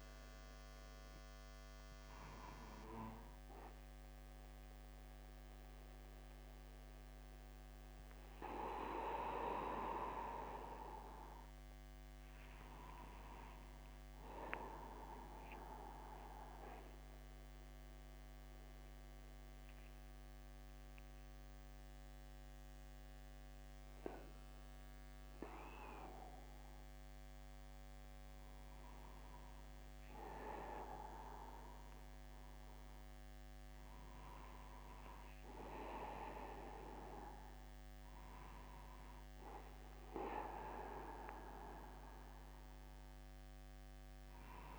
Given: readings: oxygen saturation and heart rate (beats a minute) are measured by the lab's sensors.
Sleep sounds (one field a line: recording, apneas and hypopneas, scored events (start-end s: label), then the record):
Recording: a person awake in a sleep study, by a microphone on the trachea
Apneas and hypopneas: none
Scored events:
none scored
From the record:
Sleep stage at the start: awake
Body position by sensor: upright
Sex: male